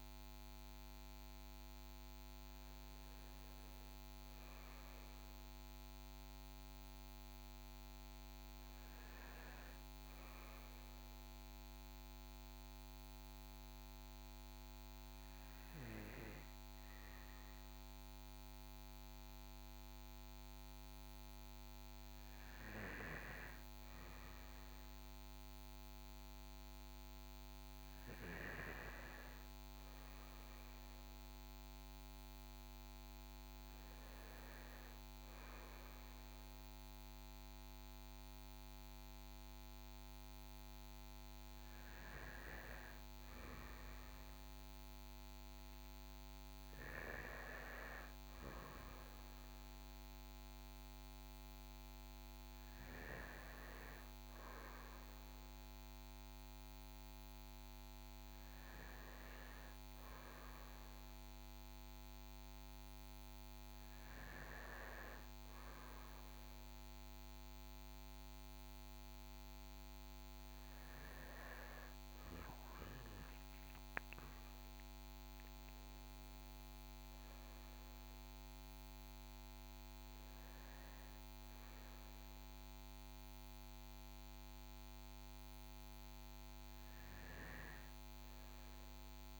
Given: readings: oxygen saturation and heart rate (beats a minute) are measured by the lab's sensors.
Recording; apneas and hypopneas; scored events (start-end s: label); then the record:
breathing in sleep by a microphone on the trachea; 1
11.50-23.50 s: hypopnea (oxygen 97% before, 94% lowest, heart rate 59 before, 57 extreme, up 7 after)
24.50-27.50 s: arousal
74.50-78.50 s: arousal
From the record:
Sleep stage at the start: N2 (light sleep); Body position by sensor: on the right side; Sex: male